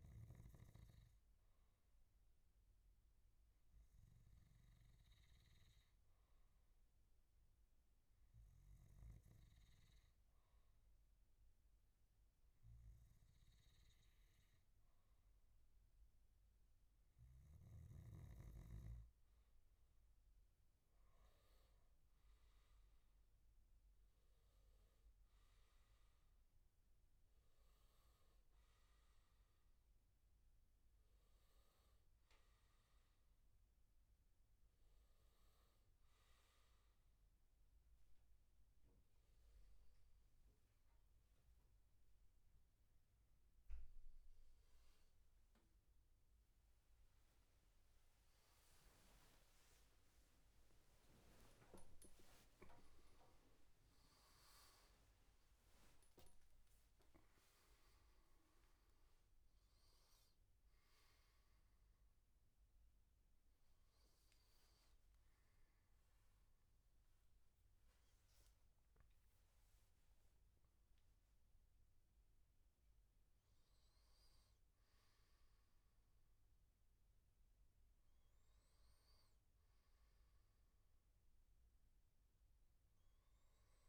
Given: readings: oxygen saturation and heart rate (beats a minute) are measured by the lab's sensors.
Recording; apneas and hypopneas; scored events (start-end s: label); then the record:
a person partly awake in a sleep study, hard to hear, by a room microphone; none
38.00-68.00 s: new sleep stage, awake
50.00-61.00 s: tachycardia (device-marked, heart rate 83 before, 110 extreme)
68.00-83.89 s: new sleep stage, N1 (lightest sleep)
From the record:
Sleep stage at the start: N2 (light sleep); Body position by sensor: on the back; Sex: male